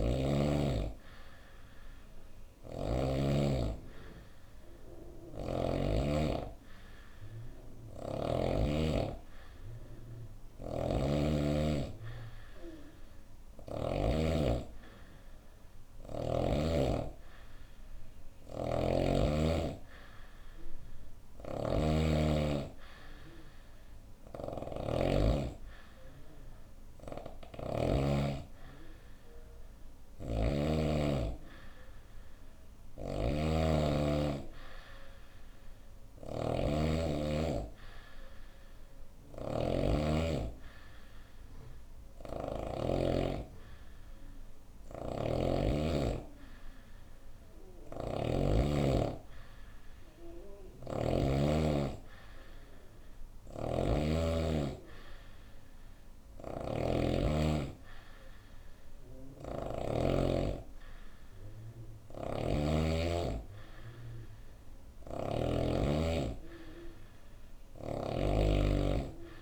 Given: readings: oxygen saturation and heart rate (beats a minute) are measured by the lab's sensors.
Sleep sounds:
breathing in sleep by a room microphone; none
0.00-2.50 s: snoring (device-marked)
7.00-13.50 s: snoring (device-marked)
20.50-27.50 s: snoring (device-marked)
32.00-42.00 s: snoring (device-marked)
44.00-50.50 s: snoring (device-marked)
52.50-65.00 s: snoring (device-marked)
67.00-69.42 s: snoring (device-marked)
From the record:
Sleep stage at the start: N2 (light sleep); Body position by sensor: on the right side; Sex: female

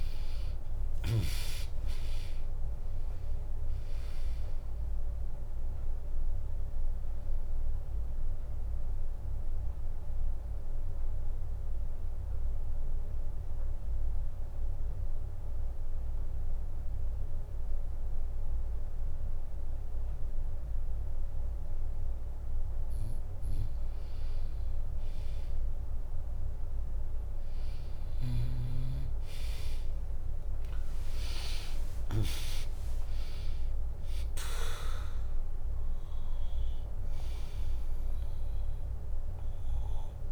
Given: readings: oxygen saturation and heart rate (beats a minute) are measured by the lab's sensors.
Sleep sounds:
breathing in sleep by a room microphone; 1
0.00-6.50 s: drop in pulse transit time (device-marked, heart rate 62 extreme)
0.00-19.50 s: oxygen desaturation (device-marked, oxygen 95% lowest, heart rate 59 extreme)
6.50-22.50 s: obstructive apnea (oxygen 99% before, 95% lowest, heart rate 70 before, 59 extreme, up 1 after)
29.50-40.32 s: drop in pulse transit time (device-marked, heart rate 65 before, 59 extreme)
31.00-35.50 s: arousal
From the record:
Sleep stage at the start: N2 (light sleep); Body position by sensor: on the back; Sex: female

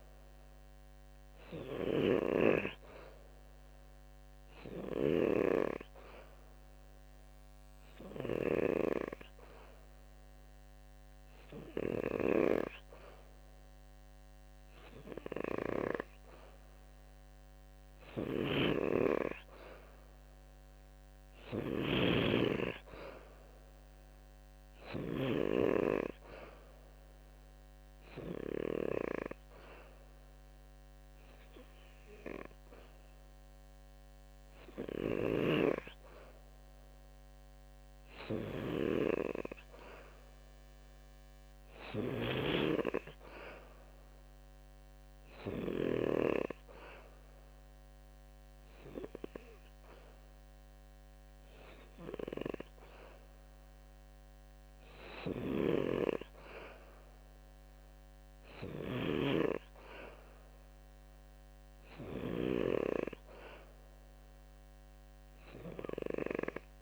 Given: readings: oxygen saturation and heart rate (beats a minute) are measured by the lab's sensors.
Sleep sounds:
breathing in sleep by a microphone on the trachea; none
0.00-5.00 s: snoring (device-marked)
17.50-25.00 s: snoring (device-marked)
34.50-45.50 s: snoring (device-marked)
54.50-62.00 s: snoring (device-marked)
From the record:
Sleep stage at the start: N2 (light sleep); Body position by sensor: on the back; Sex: male

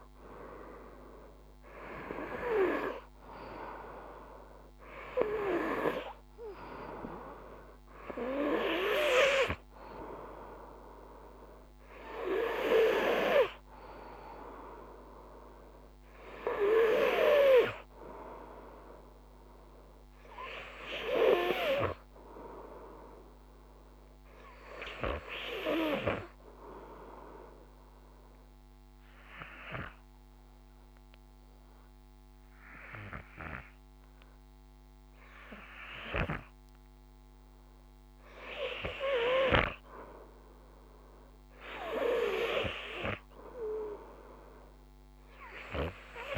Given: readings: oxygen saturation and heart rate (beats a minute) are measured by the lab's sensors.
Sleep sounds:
breathing in sleep by a microphone on the trachea; 1
0.00-1.50 s: oxygen desaturation (device-marked, oxygen 92% lowest, heart rate 54 extreme)
28.00-38.00 s: obstructive apnea (oxygen 96% before, 91% lowest, heart rate 57 before, 50 extreme, up 2 after)
39.50-43.00 s: arousal
From the record:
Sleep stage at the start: REM sleep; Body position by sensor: on the front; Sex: male

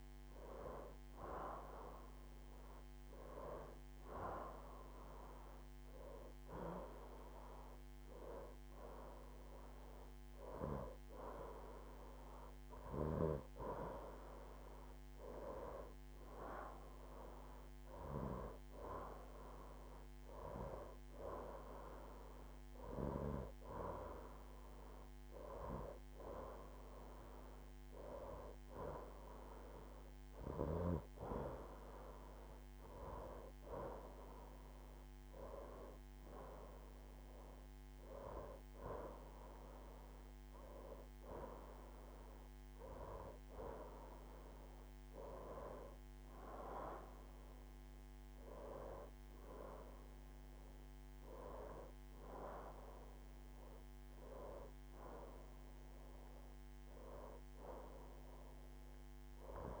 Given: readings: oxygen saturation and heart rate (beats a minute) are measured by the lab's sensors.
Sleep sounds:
breathing in sleep by a microphone on the trachea; none
none scored
From the record:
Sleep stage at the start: N2 (light sleep); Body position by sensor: on the right side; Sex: female

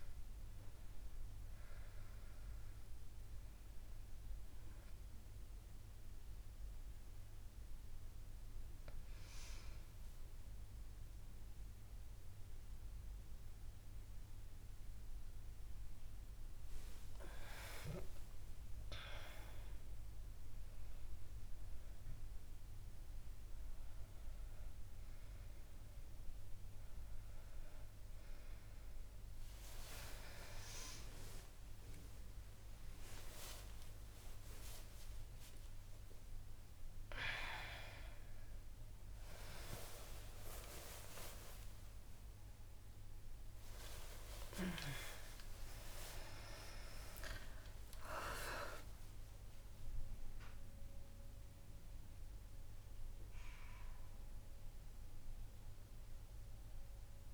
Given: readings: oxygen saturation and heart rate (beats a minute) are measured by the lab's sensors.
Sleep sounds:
a person awake in a sleep study, by a room microphone; none
1.00-3.00 s: bradycardia (device-marked, heart rate 78 before, 68 extreme)
23.00-26.00 s: bradycardia (device-marked, heart rate 77 before, 65 extreme)
From the record:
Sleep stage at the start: awake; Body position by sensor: on the back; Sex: female

